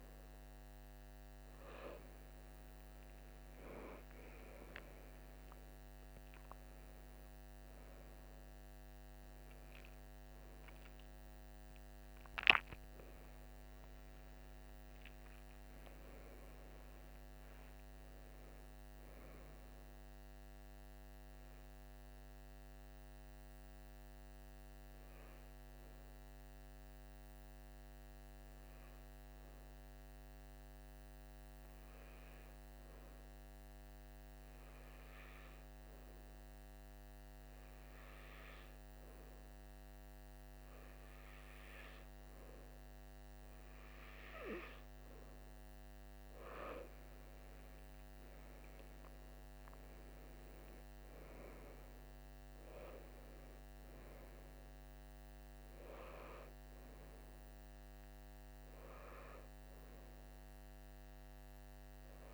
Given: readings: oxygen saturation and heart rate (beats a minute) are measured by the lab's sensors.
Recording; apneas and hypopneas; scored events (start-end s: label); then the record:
breathing in sleep, hard to hear, by a microphone on the trachea; 1
8.00-62.34 s: new sleep stage, N2 (light sleep)
14.00-18.50 s: arousal
23.50-43.50 s: hypopnea (oxygen 96% before, 95% lowest, heart rate 65 before, 49 extreme, up 13 after)
41.00-62.34 s: oxygen desaturation (device-marked, oxygen 98% before, 95% lowest, heart rate 52 before, 49 extreme)
47.50-51.50 s: arousal
From the record:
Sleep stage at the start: N3 (deep sleep); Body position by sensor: on the right side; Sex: male